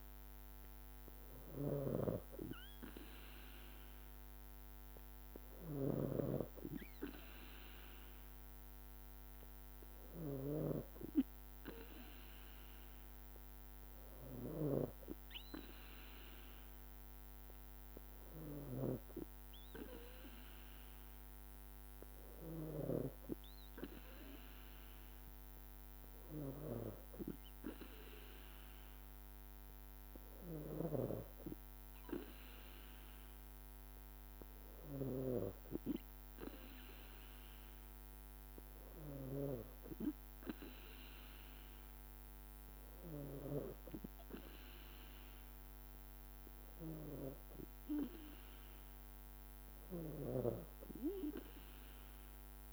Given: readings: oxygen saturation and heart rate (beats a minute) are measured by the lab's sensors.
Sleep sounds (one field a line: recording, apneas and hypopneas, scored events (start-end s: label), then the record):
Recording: breathing in sleep by a microphone on the trachea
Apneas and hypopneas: none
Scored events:
0.00-15.00 s: snoring (device-marked)
From the record:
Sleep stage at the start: N2 (light sleep)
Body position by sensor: on the back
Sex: female